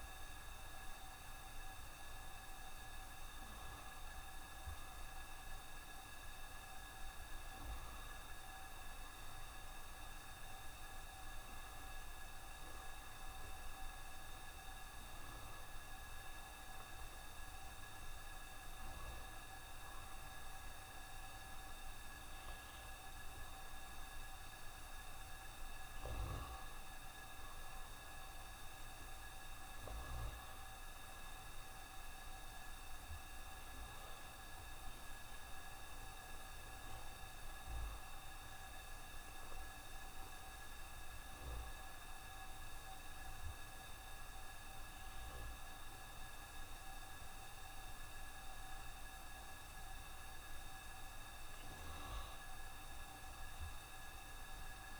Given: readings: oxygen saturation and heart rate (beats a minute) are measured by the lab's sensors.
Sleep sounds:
a person awake in a sleep study, hard to hear, by a room microphone; none
31.50-55.00 s: new sleep stage, N1 (lightest sleep)
From the record:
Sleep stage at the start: awake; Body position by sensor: on the right side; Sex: male

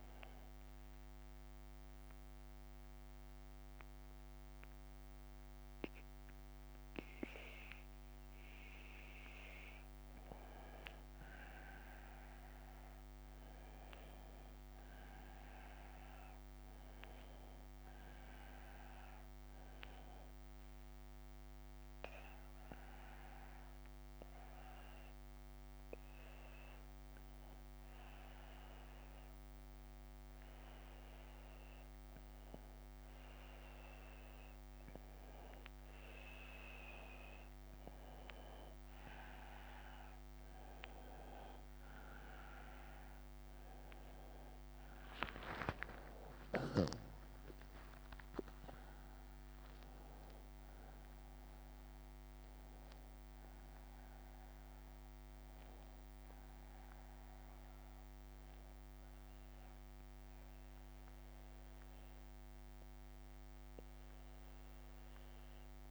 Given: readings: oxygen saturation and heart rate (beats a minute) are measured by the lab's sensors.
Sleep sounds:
a person awake in a sleep study, by a microphone on the trachea; none
33.50-35.50 s: long interval between heartbeats (device-marked)
43.00-56.00 s: oxygen desaturation (device-marked, oxygen 94% before, 88% lowest)
60.00-65.91 s: new sleep stage, N1 (lightest sleep)
From the record:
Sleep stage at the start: awake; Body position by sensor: on the right side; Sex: male

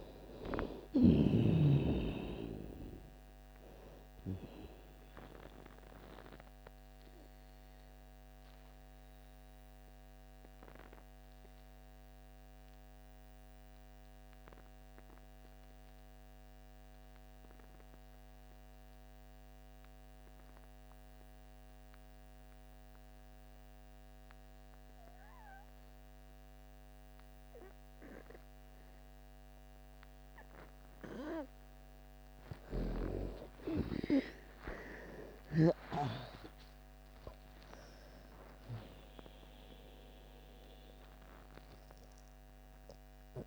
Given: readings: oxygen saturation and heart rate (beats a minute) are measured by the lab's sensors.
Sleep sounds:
breathing in sleep by a microphone on the trachea; 1
0.00-1.50 s: arousal
0.00-25.00 s: oxygen desaturation (device-marked, oxygen 81% lowest)
4.50-31.50 s: obstructive apnea (oxygen 97% before, 78% lowest)
27.00-43.47 s: oxygen desaturation (device-marked, oxygen 98% before, 78% lowest)
32.00-35.50 s: snoring (device-marked)
33.00-38.00 s: arousal
From the record:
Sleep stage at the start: N2 (light sleep); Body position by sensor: on the back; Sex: female

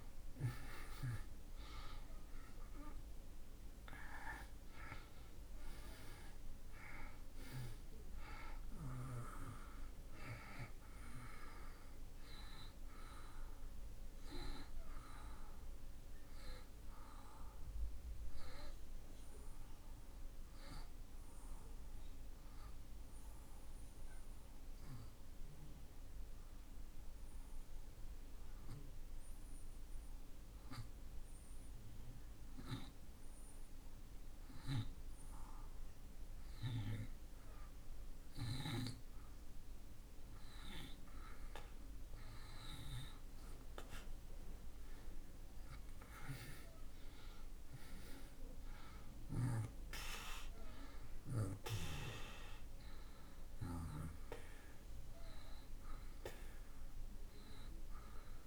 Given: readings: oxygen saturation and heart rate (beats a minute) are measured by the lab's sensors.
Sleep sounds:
breathing in sleep by a room microphone; 1
0.00-2.50 s: arousal
3.50-29.50 s: oxygen desaturation (device-marked, oxygen 96% before, 74% lowest)
21.50-34.00 s: obstructive apnea (oxygen 96% before, 74% lowest)
36.50-41.00 s: arousal
42.50-58.47 s: oxygen desaturation (device-marked, oxygen 96% before, 84% lowest)
50.50-58.47 s: new sleep stage, N1 (lightest sleep)
From the record:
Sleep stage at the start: N2 (light sleep); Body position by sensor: on the back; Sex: male

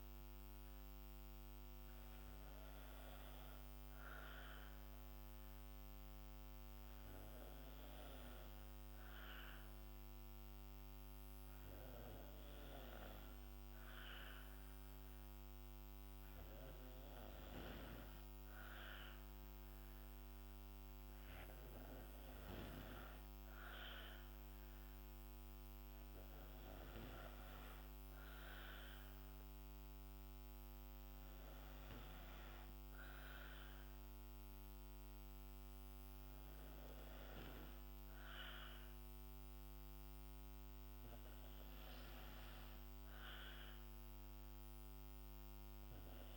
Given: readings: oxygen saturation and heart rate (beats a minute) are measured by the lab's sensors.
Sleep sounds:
breathing in sleep by a microphone on the trachea; 1
5.00-18.50 s: hypopnea (oxygen 95% before, 90% lowest, heart rate 61 before, 61 extreme, up 2 after)
19.50-23.50 s: arousal
22.00-46.00 s: oxygen desaturation (device-marked, oxygen 93% before, 90% lowest, heart rate 62 before, 61 extreme)
From the record:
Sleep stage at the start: N2 (light sleep); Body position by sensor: on the back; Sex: female

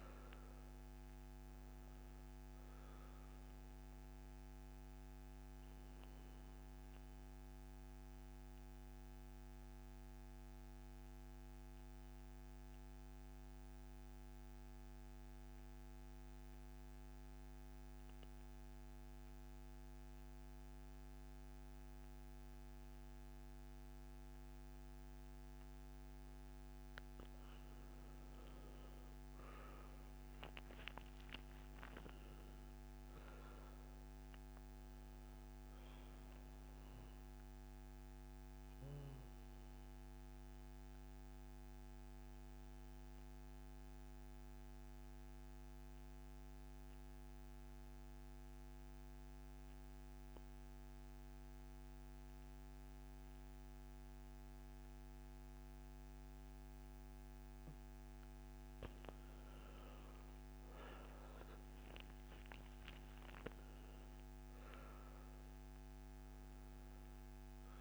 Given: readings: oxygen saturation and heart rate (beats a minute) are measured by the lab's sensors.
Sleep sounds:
breathing in sleep, hard to hear, by a microphone on the trachea; 2
0.00-16.00 s: oxygen desaturation (device-marked, oxygen 80% lowest, heart rate 62 extreme)
5.00-26.50 s: obstructive apnea (oxygen 99% before, 80% lowest, heart rate 71 before, 62 extreme, up 15 after)
24.00-48.00 s: oxygen desaturation (device-marked, oxygen 98% before, 84% lowest, heart rate 66 before, 64 extreme)
28.50-32.00 s: arousal
38.50-58.00 s: obstructive apnea (oxygen 98% before, 82% lowest, heart rate 71 before, 63 extreme, up 15 after)
57.00-67.81 s: oxygen desaturation (device-marked, oxygen 98% before, 83% lowest, heart rate 66 before, 63 extreme)
59.50-63.50 s: arousal
From the record:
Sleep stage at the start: N2 (light sleep); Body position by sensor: on the back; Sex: male

